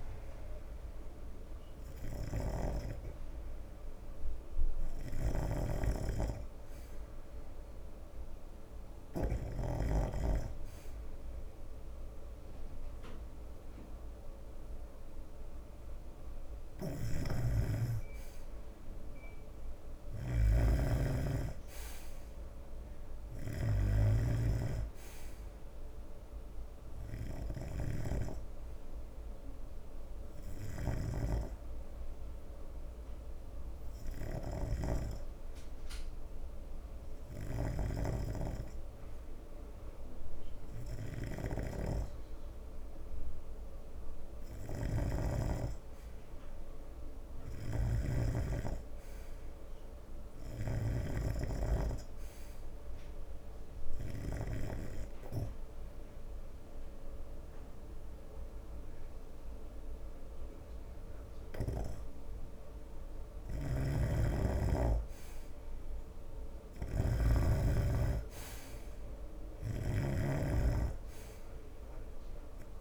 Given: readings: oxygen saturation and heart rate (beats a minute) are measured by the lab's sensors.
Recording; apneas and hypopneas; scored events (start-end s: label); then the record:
breathing in sleep by a room microphone; 3
0.00-10.00 s: snoring (device-marked)
1.50-72.81 s: new sleep stage, N2 (light sleep)
8.00-18.00 s: hypopnea (oxygen 90% before, 88% lowest, heart rate 74 before, 74 extreme, up 2 after)
17.50-55.00 s: snoring (device-marked)
19.50-23.00 s: arousal
26.50-43.50 s: oxygen desaturation (device-marked, oxygen 92% before, 88% lowest, heart rate 81 before, 73 extreme)
30.00-41.00 s: hypopnea (oxygen 92% before, 88% lowest, heart rate 81 before, 73 extreme, up 7 after)
43.50-47.00 s: arousal
53.00-64.50 s: obstructive apnea (oxygen 91% before, 88% lowest, heart rate 77 before, 73 extreme, up 8 after)
64.50-72.81 s: snoring (device-marked)
66.50-69.00 s: arousal
From the record:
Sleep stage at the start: N3 (deep sleep); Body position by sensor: on the right side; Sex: male